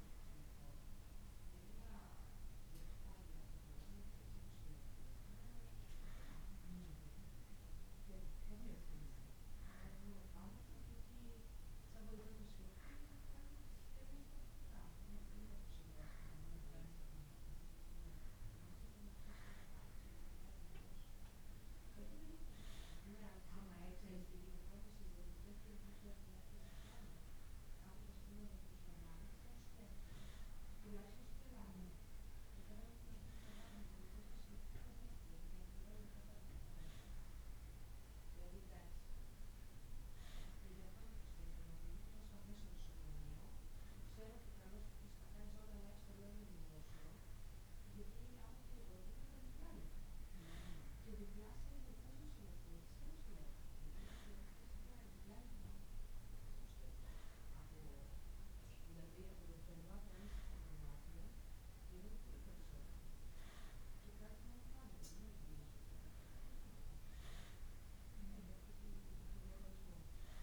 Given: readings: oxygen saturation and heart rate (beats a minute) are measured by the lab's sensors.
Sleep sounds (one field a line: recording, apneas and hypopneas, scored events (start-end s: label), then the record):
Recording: breathing in sleep by a room microphone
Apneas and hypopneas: none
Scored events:
none scored
From the record:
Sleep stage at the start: N1 (lightest sleep)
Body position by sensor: on the back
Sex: male